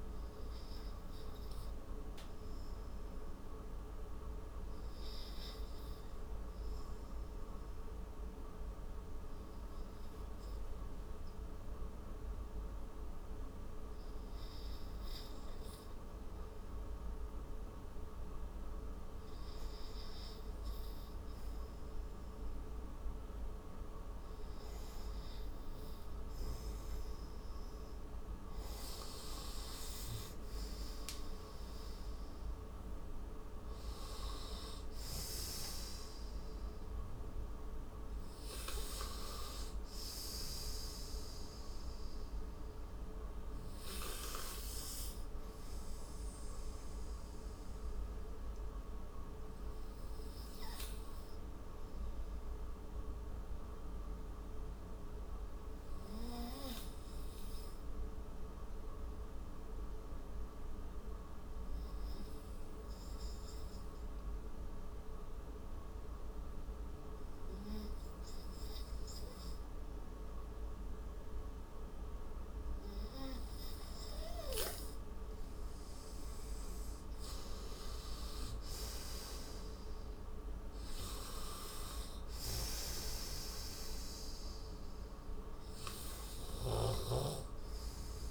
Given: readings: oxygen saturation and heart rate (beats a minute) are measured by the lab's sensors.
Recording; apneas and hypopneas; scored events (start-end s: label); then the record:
breathing in sleep, hard to hear, by a room microphone; 2
5.50-17.00 s: obstructive apnea (oxygen 94% before, 83% lowest)
9.50-22.50 s: oxygen desaturation (device-marked, oxygen 92% before, 86% lowest)
27.50-31.00 s: arousal
36.50-58.50 s: oxygen desaturation (device-marked, oxygen 90% before, 83% lowest)
46.00-76.00 s: obstructive apnea (oxygen 91% before, 84% lowest)
74.50-88.31 s: oxygen desaturation (device-marked, oxygen 98% before, 90% lowest)
77.50-81.50 s: arousal
From the record:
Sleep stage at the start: N2 (light sleep); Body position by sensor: on the right side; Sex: male